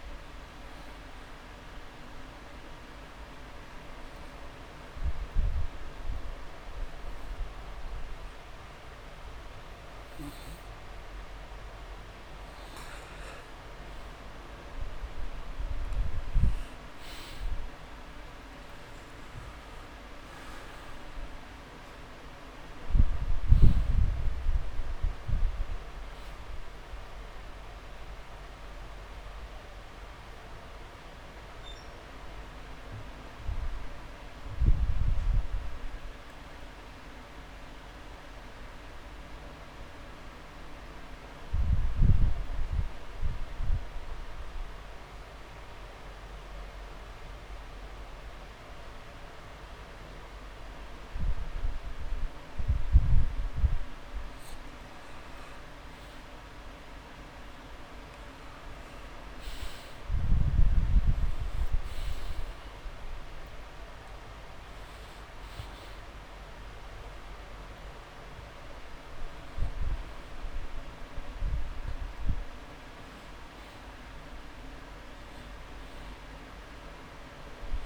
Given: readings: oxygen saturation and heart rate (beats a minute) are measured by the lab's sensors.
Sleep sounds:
breathing in sleep, hard to hear, by a room microphone; 2
0.00-1.00 s: long interval between heartbeats (device-marked)
0.00-5.00 s: drop in pulse transit time (device-marked)
0.00-52.00 s: oxygen desaturation (device-marked, oxygen 89% lowest)
0.50-12.50 s: obstructive apnea (oxygen 99% before, 89% lowest)
14.50-18.50 s: arousal
34.00-54.50 s: mixed apnea (oxygen 97% before, 89% lowest)
57.00-61.00 s: arousal
64.00-77.86 s: oxygen desaturation (device-marked, oxygen 99% before, 90% lowest)
68.00-70.00 s: long interval between heartbeats (device-marked)
76.00-77.86 s: long interval between heartbeats (device-marked)
From the record:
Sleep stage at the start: N2 (light sleep); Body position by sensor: on the back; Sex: male

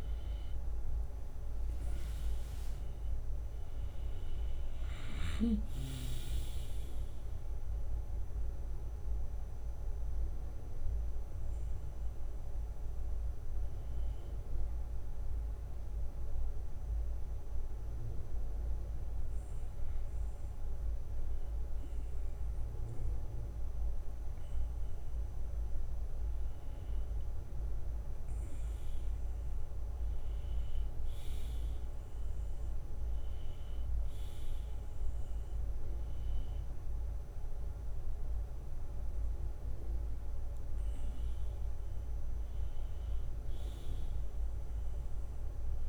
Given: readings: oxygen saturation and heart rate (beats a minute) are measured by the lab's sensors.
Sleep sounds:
a person awake in a sleep study, hard to hear, by a room microphone; none
0.00-3.00 s: drop in pulse transit time (device-marked)
2.00-4.00 s: long interval between heartbeats (device-marked, heart rate 36 before, 82 extreme)
31.00-45.89 s: new sleep stage, N1 (lightest sleep)
From the record:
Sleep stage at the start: awake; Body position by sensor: on the right side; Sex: male

